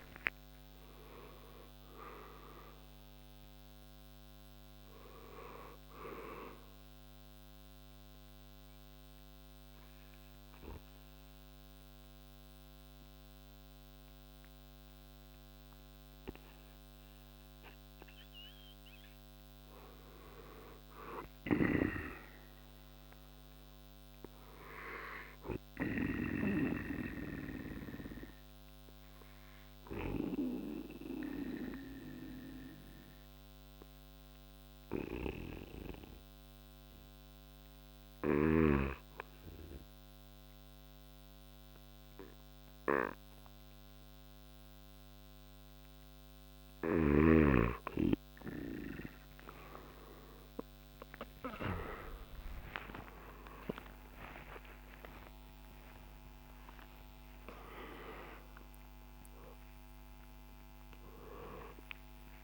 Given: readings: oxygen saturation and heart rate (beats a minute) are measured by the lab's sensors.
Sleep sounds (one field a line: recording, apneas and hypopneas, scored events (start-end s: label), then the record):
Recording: breathing in sleep by a microphone on the trachea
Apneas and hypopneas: 2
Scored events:
0.00-1.00 s: arousal
0.00-26.00 s: oxygen desaturation (device-marked, oxygen 97% before, 90% lowest, heart rate 61 before, 58 extreme)
1.00-12.00 s: drop in pulse transit time (device-marked, heart rate 62 before, 65 extreme)
7.00-18.50 s: central apnea (oxygen 97% before, 87% lowest, heart rate 64 before, 60 extreme, up 5 after)
20.50-23.50 s: arousal
28.00-47.00 s: obstructive apnea (oxygen 97% before, 87% lowest, heart rate 63 before, 58 extreme)
48.00-61.00 s: oxygen desaturation (device-marked, oxygen 95% before, 90% lowest, heart rate 62 before, 89 extreme)
62.00-62.44 s: new sleep stage, awake
From the record:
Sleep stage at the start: N2 (light sleep)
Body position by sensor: on the back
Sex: male